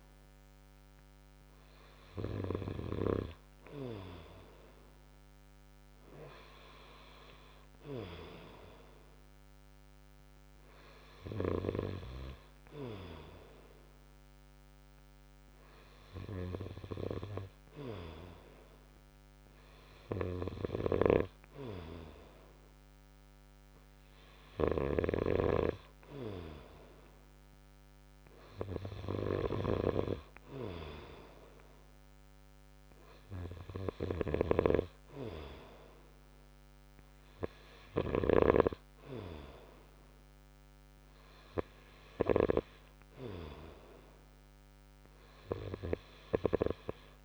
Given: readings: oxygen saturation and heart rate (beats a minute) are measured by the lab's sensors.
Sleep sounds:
breathing in sleep by a microphone on the trachea; none
34.00-38.50 s: snoring (device-marked)
From the record:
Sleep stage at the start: N2 (light sleep); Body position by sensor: on the right side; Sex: male

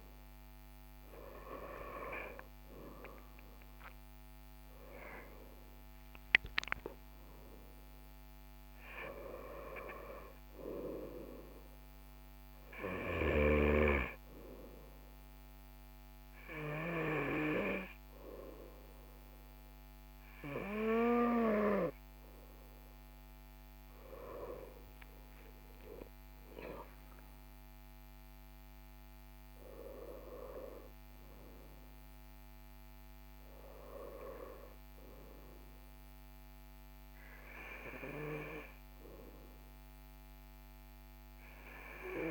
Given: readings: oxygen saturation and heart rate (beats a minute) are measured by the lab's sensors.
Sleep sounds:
breathing in sleep by a microphone on the trachea; none
0.00-3.00 s: arousal
25.00-29.00 s: arousal
From the record:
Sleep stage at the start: N2 (light sleep); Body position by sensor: on the right side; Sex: male

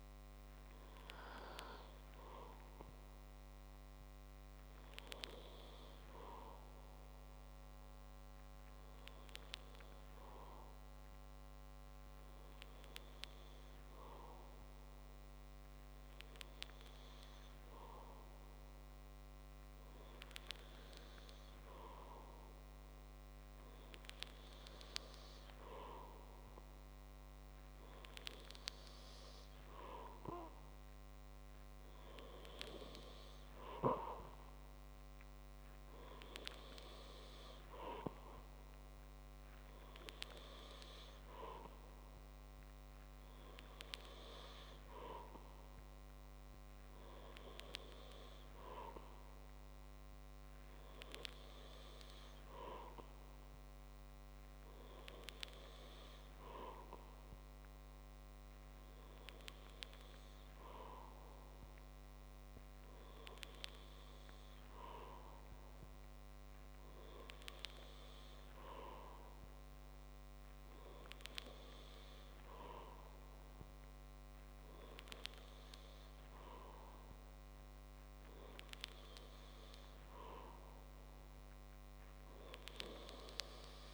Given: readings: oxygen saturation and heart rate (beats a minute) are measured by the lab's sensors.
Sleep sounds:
breathing in sleep by a microphone on the trachea; none
none scored
From the record:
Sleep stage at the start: N2 (light sleep); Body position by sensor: on the back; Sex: male

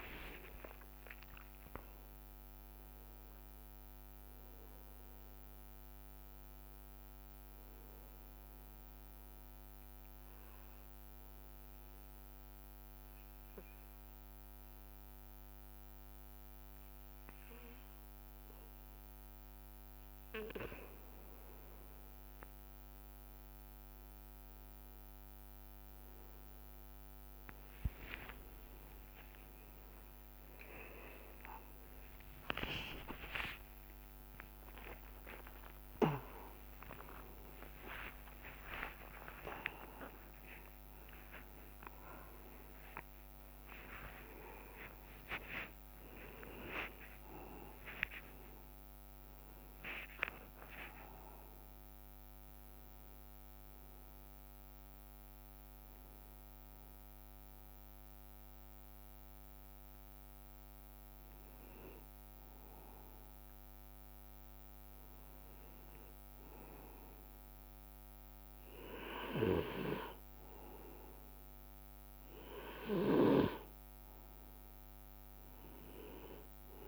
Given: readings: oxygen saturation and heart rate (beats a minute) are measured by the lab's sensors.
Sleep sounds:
a person partly awake in a sleep study, by a microphone on the trachea; 1
0.00-1.00 s: long interval between heartbeats (device-marked, heart rate 77 extreme)
9.00-21.50 s: mixed apnea (oxygen 100% before, 95% lowest, heart rate 75 before, 61 extreme, up 7 after)
29.00-50.00 s: oxygen desaturation (device-marked, oxygen 99% before, 95% lowest, heart rate 65 before, 61 extreme)
31.00-40.00 s: tachycardia (device-marked, heart rate 65 before, 190 extreme)
33.00-35.00 s: long interval between heartbeats (device-marked, heart rate 65 before, 90 extreme)
33.00-63.00 s: new sleep stage, awake
35.50-37.50 s: long interval between heartbeats (device-marked, heart rate 68 before, 134 extreme)
39.00-41.00 s: long interval between heartbeats (device-marked, heart rate 88 before, 175 extreme)
41.00-43.00 s: long interval between heartbeats (device-marked, heart rate 99 before, 159 extreme)
44.00-46.00 s: long interval between heartbeats (device-marked, heart rate 110 before, 67 extreme)
48.50-50.50 s: long interval between heartbeats (device-marked, heart rate 111 before, 77 extreme)
50.50-52.50 s: long interval between heartbeats (device-marked, heart rate 113 before, 98 extreme)
63.00-76.88 s: new sleep stage, N2 (light sleep)
From the record:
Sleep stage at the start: N2 (light sleep); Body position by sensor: on the right side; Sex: male

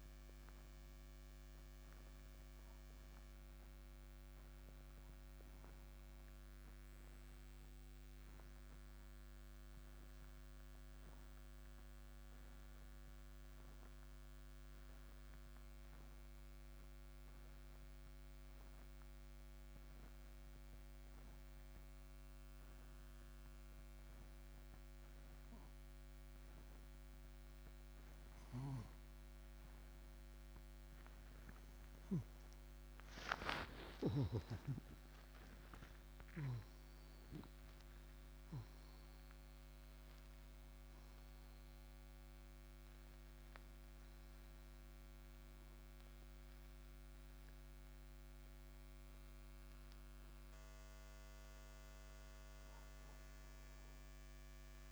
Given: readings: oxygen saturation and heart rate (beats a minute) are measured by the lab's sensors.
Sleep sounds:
breathing in sleep, hard to hear, by a microphone on the trachea; 1
0.00-15.00 s: oxygen desaturation (device-marked, oxygen 83% lowest)
8.50-27.50 s: obstructive apnea (oxygen 95% before, 83% lowest)
33.00-37.50 s: arousal
33.00-54.92 s: oxygen desaturation (device-marked, oxygen 97% before, 85% lowest)
From the record:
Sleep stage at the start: N2 (light sleep); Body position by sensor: on the right side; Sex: male

